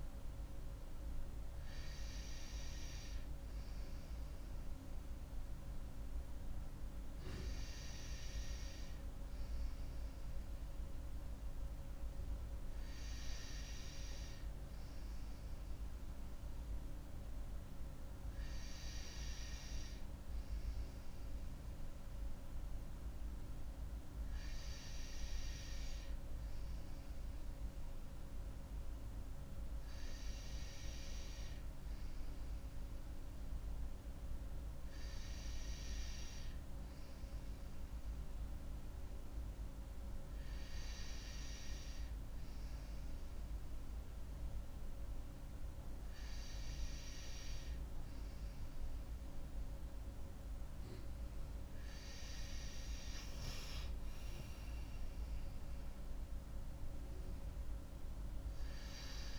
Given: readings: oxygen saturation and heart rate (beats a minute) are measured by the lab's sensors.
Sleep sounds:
breathing in sleep, hard to hear, by a room microphone; none
53.50-57.50 s: arousal
From the record:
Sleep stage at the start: N2 (light sleep); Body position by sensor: on the right side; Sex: female

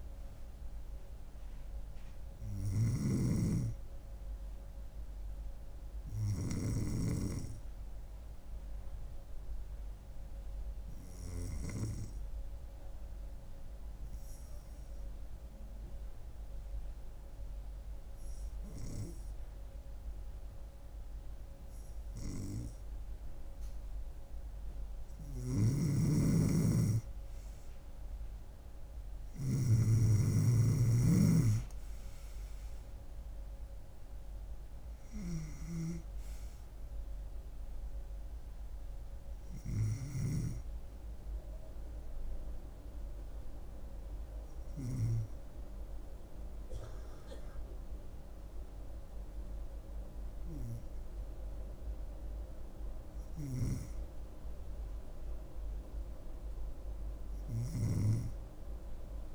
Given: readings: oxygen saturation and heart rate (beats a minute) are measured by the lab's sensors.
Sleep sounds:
breathing in sleep by a room microphone; 2
0.00-6.50 s: snoring (device-marked)
12.50-25.00 s: hypopnea (oxygen 96% before, 92% lowest, heart rate 69 before, 65 extreme, up 2 after)
25.00-29.50 s: snoring (device-marked)
26.00-29.50 s: arousal
33.50-54.50 s: oxygen desaturation (device-marked, oxygen 96% before, 92% lowest, heart rate 71 before, 65 extreme)
42.00-53.50 s: hypopnea (oxygen 96% before, 92% lowest, heart rate 72 before, 66 extreme, up 6 after)
55.50-58.50 s: arousal
From the record:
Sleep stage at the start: N2 (light sleep); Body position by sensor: on the back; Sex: female

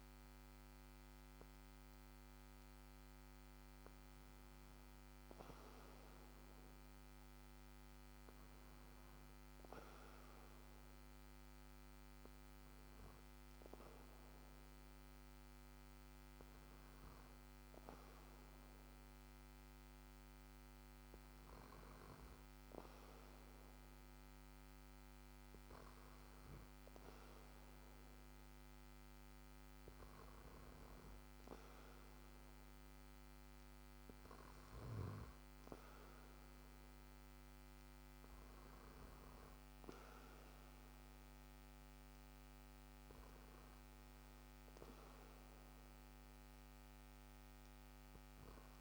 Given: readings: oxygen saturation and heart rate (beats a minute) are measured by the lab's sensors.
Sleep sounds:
breathing in sleep, hard to hear, by a microphone on the trachea; none
none scored
From the record:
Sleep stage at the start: N2 (light sleep); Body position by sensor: on the back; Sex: male

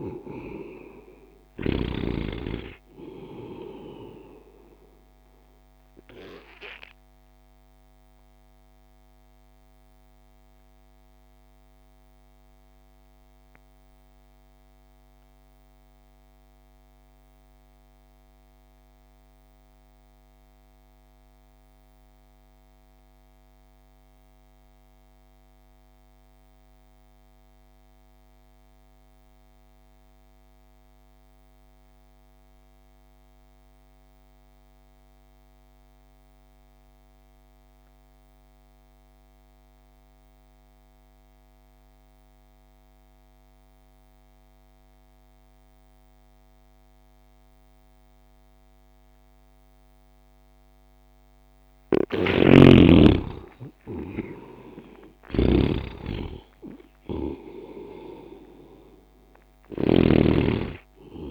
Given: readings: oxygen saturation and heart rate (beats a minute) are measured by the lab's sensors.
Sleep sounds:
breathing in sleep by a microphone on the trachea; 1
0.00-2.00 s: snoring (device-marked)
0.00-21.00 s: oxygen desaturation (device-marked, oxygen 63% lowest)
7.50-52.00 s: mixed apnea (oxygen 89% before, 60% lowest)
34.00-61.31 s: oxygen desaturation (device-marked, oxygen 98% before, 60% lowest)
52.00-60.50 s: snoring (device-marked)
53.00-56.50 s: arousal
From the record:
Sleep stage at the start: REM sleep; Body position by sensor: on the right side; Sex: male

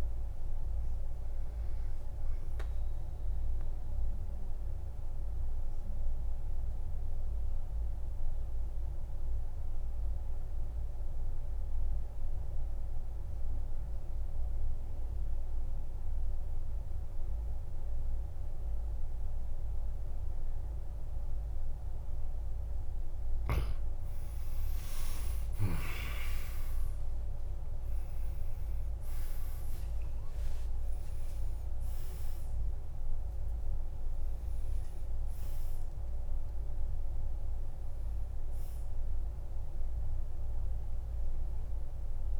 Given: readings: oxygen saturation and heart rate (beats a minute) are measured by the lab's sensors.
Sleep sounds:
breathing in sleep, hard to hear, by a room microphone; 1
4.50-23.00 s: obstructive apnea (oxygen 97% before, 87% lowest, heart rate 55 before, 50 extreme, up 16 after)
23.00-42.40 s: new sleep stage, N1 (lightest sleep)
23.00-42.40 s: oxygen desaturation (device-marked, oxygen 97% before, 87% lowest, heart rate 52 before, 52 extreme)
24.50-30.00 s: arousal
From the record:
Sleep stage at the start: N2 (light sleep); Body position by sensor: on the back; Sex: male

